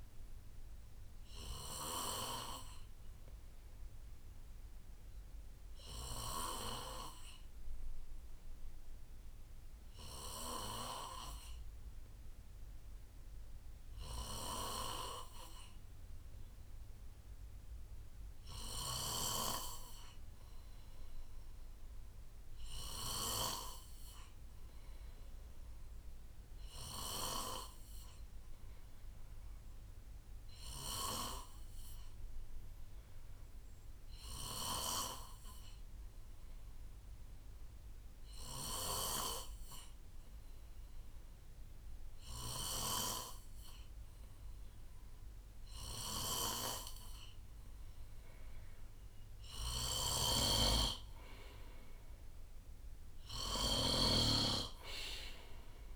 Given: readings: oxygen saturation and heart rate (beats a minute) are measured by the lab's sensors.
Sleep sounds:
breathing in sleep by a room microphone; 1
0.00-11.00 s: oxygen desaturation (device-marked, oxygen 90% lowest, heart rate 60 extreme)
3.00-48.00 s: obstructive apnea (oxygen 94% before, 90% lowest, heart rate 69 before, 62 extreme, up 2 after)
25.50-27.50 s: long interval between heartbeats (device-marked, heart rate 65 before, 74 extreme)
38.50-43.00 s: snoring (device-marked)
44.00-55.96 s: oxygen desaturation (device-marked, oxygen 94% before, 91% lowest, heart rate 69 before, 63 extreme)
49.50-55.96 s: snoring (device-marked)
50.00-53.50 s: arousal
From the record:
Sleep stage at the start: N2 (light sleep); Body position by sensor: on the right side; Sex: male

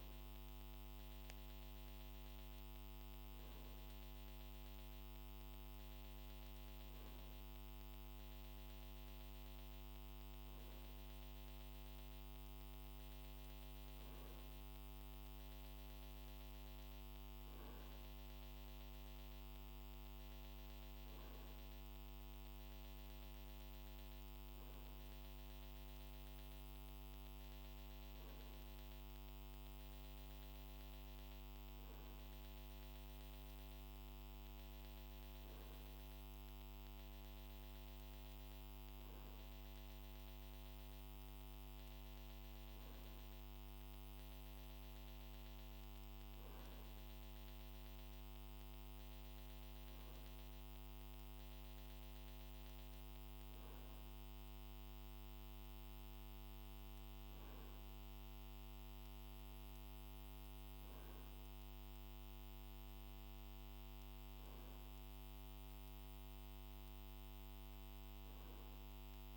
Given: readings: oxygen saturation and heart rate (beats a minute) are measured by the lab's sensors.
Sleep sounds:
breathing in sleep, hard to hear, by a microphone on the trachea; none
none scored
From the record:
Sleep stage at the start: N2 (light sleep); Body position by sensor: on the right side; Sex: male

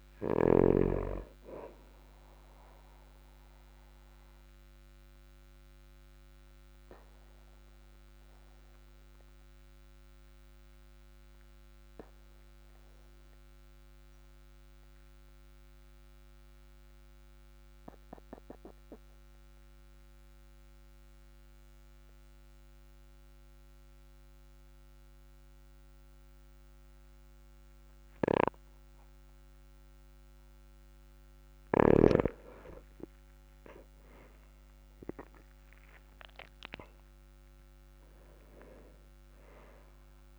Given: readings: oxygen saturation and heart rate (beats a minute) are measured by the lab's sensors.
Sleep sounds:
breathing in sleep by a microphone on the trachea; 1
3.50-31.50 s: obstructive apnea (oxygen 99% before, 95% lowest, heart rate 47 before, 38 extreme, up 3 after)
35.50-40.00 s: arousal
From the record:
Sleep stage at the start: N2 (light sleep); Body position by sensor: on the back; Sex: male

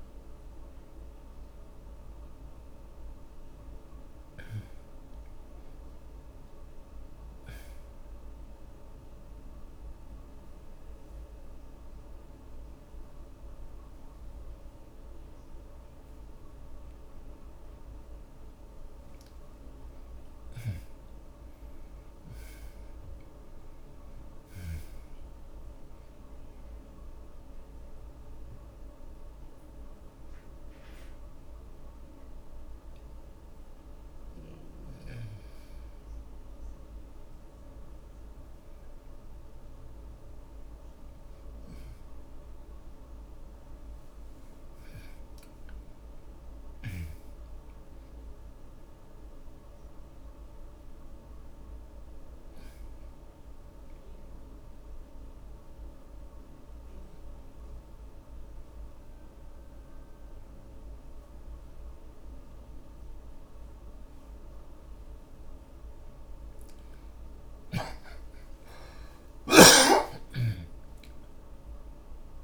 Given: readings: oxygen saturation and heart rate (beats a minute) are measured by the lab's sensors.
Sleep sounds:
breathing in sleep, hard to hear, by a room microphone; 3
0.00-12.00 s: oxygen desaturation (device-marked, oxygen 93% before, 79% lowest)
9.00-19.00 s: mixed apnea (oxygen 94% before, 80% lowest)
19.50-25.00 s: arousal
24.00-44.00 s: oxygen desaturation (device-marked, oxygen 97% before, 80% lowest)
27.00-40.50 s: mixed apnea (oxygen 97% before, 75% lowest)
43.50-48.00 s: arousal
54.50-65.50 s: obstructive apnea (oxygen 95% before, 75% lowest)
58.00-69.00 s: oxygen desaturation (device-marked, oxygen 94% before, 83% lowest)
68.50-72.44 s: arousal
From the record:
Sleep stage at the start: N2 (light sleep); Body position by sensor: on the back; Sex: male

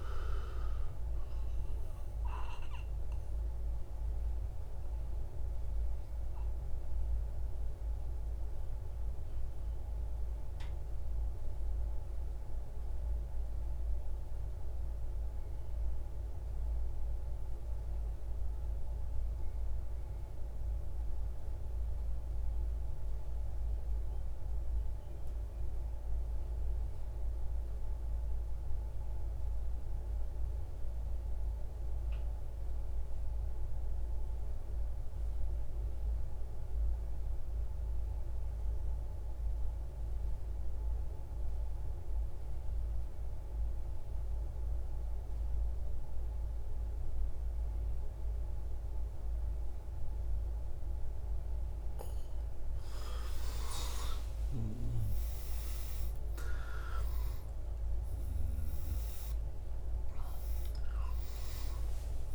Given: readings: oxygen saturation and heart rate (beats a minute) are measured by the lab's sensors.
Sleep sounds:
breathing in sleep, hard to hear, by a room microphone; 1
0.00-15.50 s: oxygen desaturation (device-marked, oxygen 90% lowest)
7.50-51.00 s: mixed apnea (oxygen 98% before, 85% lowest)
36.50-62.35 s: oxygen desaturation (device-marked, oxygen 98% before, 85% lowest)
53.50-59.00 s: arousal
From the record:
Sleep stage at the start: N2 (light sleep); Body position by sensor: on the right side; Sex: male

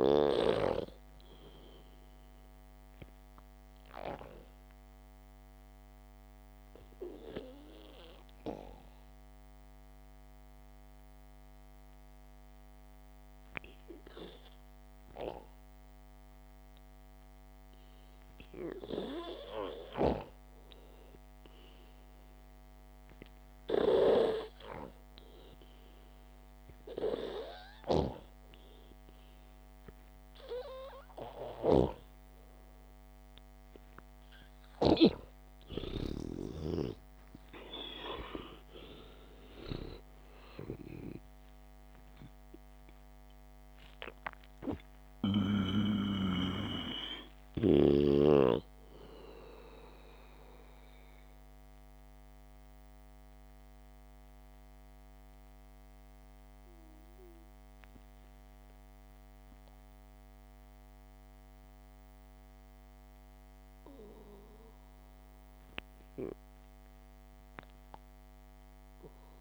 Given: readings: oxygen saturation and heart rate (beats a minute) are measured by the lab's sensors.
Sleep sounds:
breathing in sleep by a microphone on the trachea; 2
0.00-1.00 s: snoring (device-marked)
5.00-19.00 s: obstructive apnea (oxygen 97% before, 91% lowest, heart rate 58 before, 52 extreme, up 2 after)
20.00-23.50 s: arousal
32.00-37.00 s: snoring (device-marked)
42.00-47.00 s: arousal
51.00-65.00 s: mixed apnea (oxygen 99% before, 91% lowest, heart rate 61 before, 53 extreme, up 4 after)
67.00-69.00 s: arousal
From the record:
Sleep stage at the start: N2 (light sleep); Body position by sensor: on the back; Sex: male

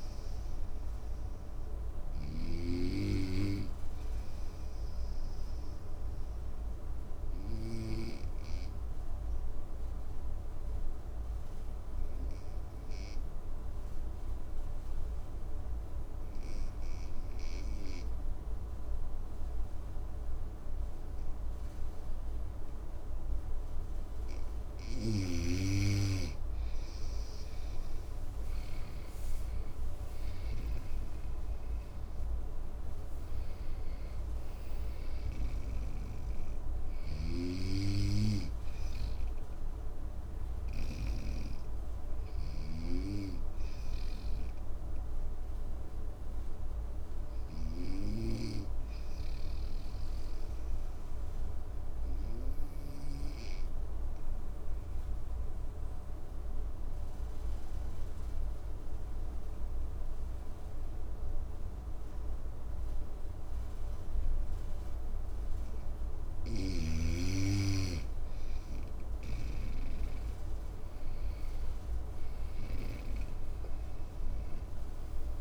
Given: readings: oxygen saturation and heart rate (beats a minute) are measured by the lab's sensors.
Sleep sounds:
breathing in sleep by a room microphone; 2
0.00-2.00 s: snoring (device-marked)
0.00-9.50 s: oxygen desaturation (device-marked, oxygen 92% lowest, heart rate 54 extreme)
3.50-23.50 s: obstructive apnea (oxygen 97% before, 92% lowest, heart rate 64 before, 54 extreme, up 9 after)
26.00-31.00 s: arousal
36.50-42.50 s: snoring (device-marked)
41.50-65.00 s: obstructive apnea (oxygen 100% before, 94% lowest, heart rate 62 before, 53 extreme, up 10 after)
69.00-73.50 s: arousal
70.50-75.41 s: oxygen desaturation (device-marked, oxygen 98% before, 94% lowest, heart rate 55 before, 54 extreme)
From the record:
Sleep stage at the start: N2 (light sleep); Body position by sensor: on the right side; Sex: male

